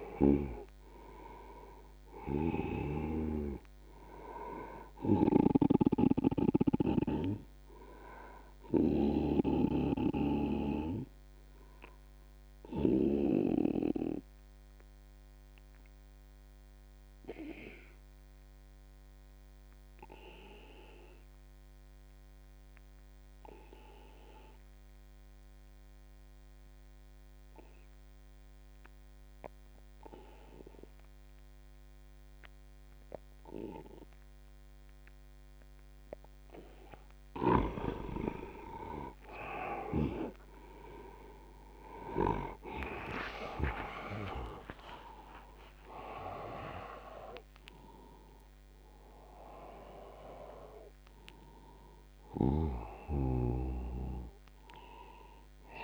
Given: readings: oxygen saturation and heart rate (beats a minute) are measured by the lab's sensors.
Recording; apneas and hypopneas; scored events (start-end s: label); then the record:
breathing in sleep by a microphone on the trachea; 1
0.00-1.50 s: arousal
2.00-19.00 s: oxygen desaturation (device-marked, oxygen 99% before, 90% lowest, heart rate 80 before, 69 extreme)
12.00-36.00 s: obstructive apnea (oxygen 99% before, 82% lowest, heart rate 84 before, 69 extreme, up 13 after)
28.00-55.84 s: oxygen desaturation (device-marked, oxygen 99% before, 82% lowest, heart rate 85 before, 69 extreme)
38.50-42.00 s: arousal
46.00-48.00 s: tachycardia (device-marked, heart rate 83 before, 97 extreme)
From the record:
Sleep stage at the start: N2 (light sleep); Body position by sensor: on the back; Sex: male